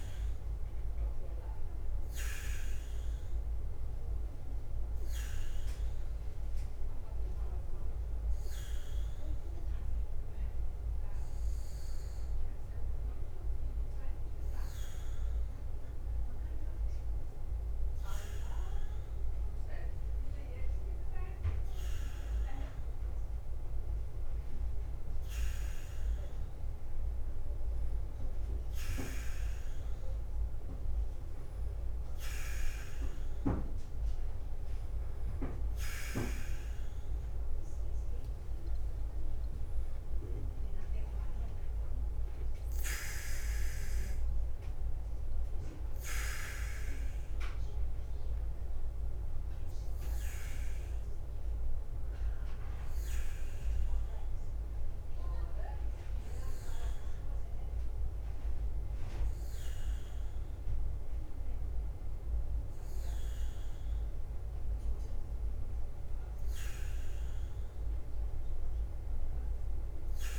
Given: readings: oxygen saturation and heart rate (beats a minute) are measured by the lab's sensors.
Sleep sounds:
breathing in sleep by a room microphone; 2
0.00-70.39 s: bradycardia (device-marked, heart rate 44 extreme)
6.50-22.00 s: hypopnea (oxygen 97% before, 93% lowest, heart rate 52 before, 49 extreme, up 1 after)
24.50-28.00 s: arousal
31.50-51.50 s: oxygen desaturation (device-marked, oxygen 96% before, 93% lowest, heart rate 51 before, 47 extreme)
49.50-64.50 s: hypopnea (oxygen 96% before, 93% lowest, heart rate 53 before, 46 extreme, up 3 after)
66.00-69.00 s: arousal
From the record:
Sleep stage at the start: N2 (light sleep); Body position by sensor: on the back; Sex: male

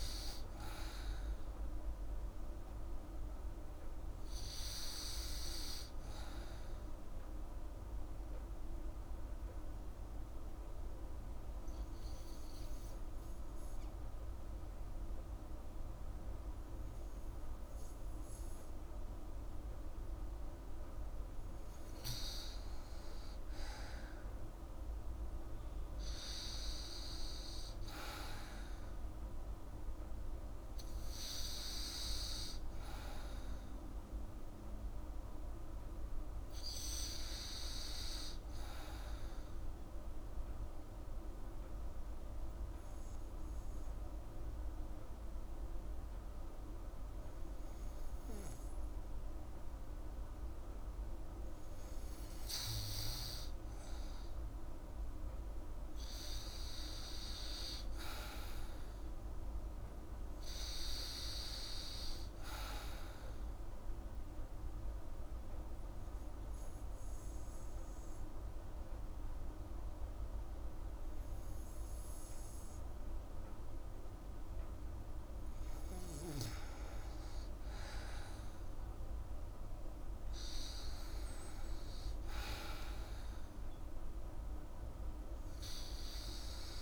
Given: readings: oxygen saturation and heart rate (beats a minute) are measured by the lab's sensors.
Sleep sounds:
breathing in sleep, hard to hear, by a room microphone; 3
8.00-20.50 s: obstructive apnea (oxygen 98% before, 93% lowest, heart rate 176 before, 117 extreme, up 7 after)
25.00-28.50 s: arousal
40.00-48.00 s: oxygen desaturation (device-marked, oxygen 98% before, 95% lowest)
40.00-51.50 s: obstructive apnea (oxygen 98% before, 93% lowest)
55.00-59.00 s: arousal
64.00-75.50 s: obstructive apnea (oxygen 98% before, 93% lowest)
67.00-84.00 s: oxygen desaturation (device-marked, oxygen 98% before, 93% lowest, heart rate 167 before, 32 extreme)
78.50-82.50 s: arousal
From the record:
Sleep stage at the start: N2 (light sleep); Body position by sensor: on the back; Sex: female

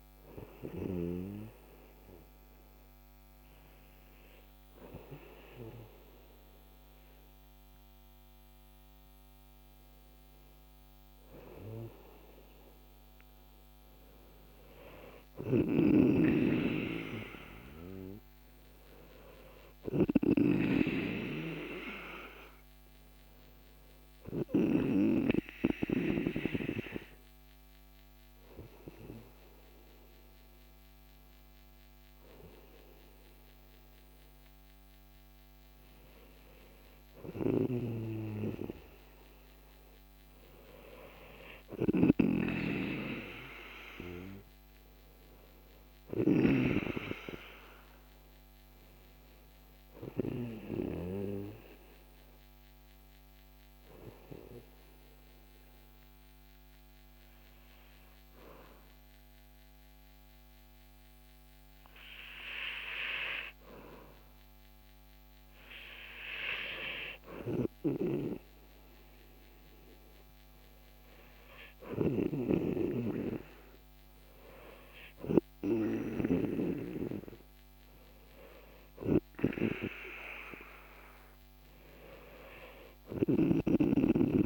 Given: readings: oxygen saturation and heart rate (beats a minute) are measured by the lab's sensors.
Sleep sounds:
breathing in sleep by a microphone on the trachea; 2
0.00-12.00 s: oxygen desaturation (device-marked, oxygen 92% lowest, heart rate 48 extreme)
15.50-25.00 s: snoring (device-marked)
23.00-36.00 s: hypopnea (oxygen 97% before, 93% lowest, heart rate 53 before, 48 extreme, up 5 after)
37.50-46.50 s: snoring (device-marked)
38.00-42.00 s: arousal
46.00-66.00 s: oxygen desaturation (device-marked, oxygen 97% before, 93% lowest, heart rate 52 before, 49 extreme)
52.00-64.50 s: hypopnea (oxygen 97% before, 92% lowest, heart rate 53 before, 49 extreme, up 9 after)
66.00-70.00 s: arousal
72.00-83.50 s: snoring (device-marked)
From the record:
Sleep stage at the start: N2 (light sleep); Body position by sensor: on the back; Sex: male

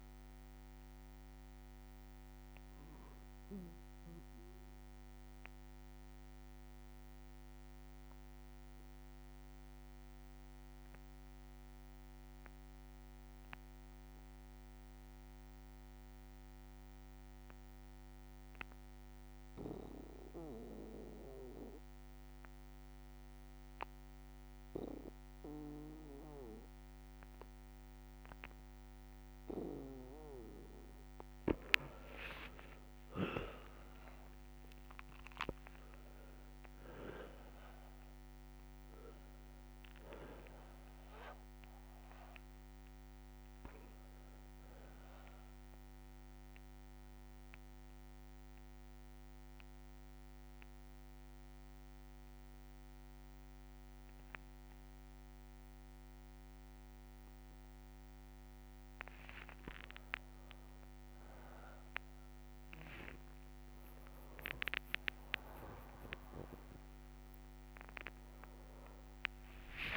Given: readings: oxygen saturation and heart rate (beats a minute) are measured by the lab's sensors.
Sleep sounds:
breathing in sleep by a microphone on the trachea; 2
0.00-11.50 s: oxygen desaturation (device-marked, oxygen 92% lowest, heart rate 59 extreme)
2.00-29.00 s: obstructive apnea (oxygen 99% before, 92% lowest, heart rate 67 before, 58 extreme, up 32 after)
6.50-10.50 s: bradycardia (device-marked, heart rate 63 before, 59 extreme)
26.50-56.50 s: oxygen desaturation (device-marked, oxygen 99% before, 92% lowest, heart rate 60 before, 57 extreme)
32.00-38.00 s: arousal
32.50-34.50 s: long interval between heartbeats (device-marked, heart rate 62 before, 88 extreme)
44.50-60.50 s: mixed apnea (oxygen 99% before, 92% lowest, heart rate 71 before, 57 extreme, up 31 after)
46.50-51.50 s: bradycardia (device-marked, heart rate 64 before, 59 extreme)
60.00-62.00 s: long interval between heartbeats (device-marked, heart rate 63 before, 75 extreme)
63.50-69.50 s: arousal
63.50-69.97 s: new sleep stage, N1 (lightest sleep)
64.50-66.50 s: long interval between heartbeats (device-marked, heart rate 66 before, 82 extreme)
66.50-68.50 s: long interval between heartbeats (device-marked, heart rate 68 before, 84 extreme)
From the record:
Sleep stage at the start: N2 (light sleep); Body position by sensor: on the back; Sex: male

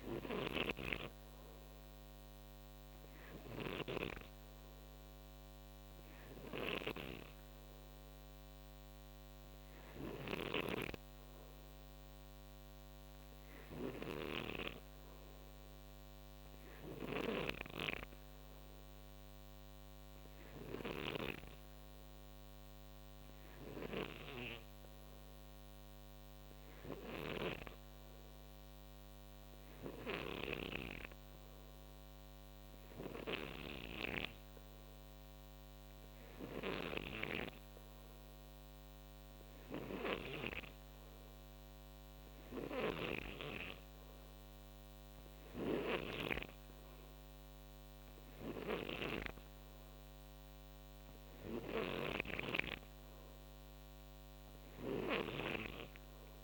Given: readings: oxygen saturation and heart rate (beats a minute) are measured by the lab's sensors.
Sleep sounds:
breathing in sleep by a microphone on the trachea; none
0.00-10.00 s: snoring (device-marked)
16.50-21.00 s: snoring (device-marked)
30.00-46.00 s: snoring (device-marked)
48.00-56.44 s: snoring (device-marked)
From the record:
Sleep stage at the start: N3 (deep sleep); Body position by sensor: on the right side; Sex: male

